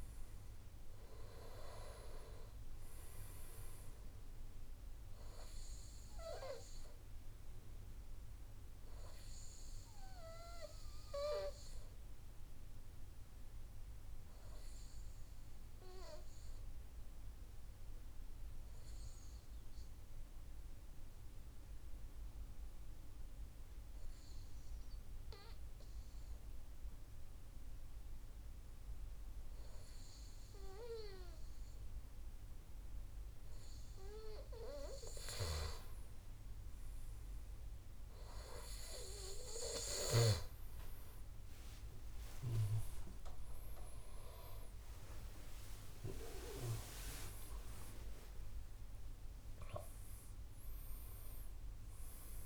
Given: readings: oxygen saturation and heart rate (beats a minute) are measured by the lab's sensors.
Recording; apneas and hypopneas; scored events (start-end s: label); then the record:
breathing in sleep by a room microphone; 1
0.00-1.00 s: arousal
0.00-18.00 s: oxygen desaturation (device-marked, oxygen 92% lowest, heart rate 110 extreme)
8.50-33.00 s: obstructive apnea (oxygen 99% before, 91% lowest, heart rate 123 before, 107 extreme)
36.00-52.46 s: oxygen desaturation (device-marked, oxygen 97% before, 91% lowest, heart rate 134 before, 64 extreme)
41.00-46.50 s: arousal
From the record:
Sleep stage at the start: N2 (light sleep); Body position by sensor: on the right side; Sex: male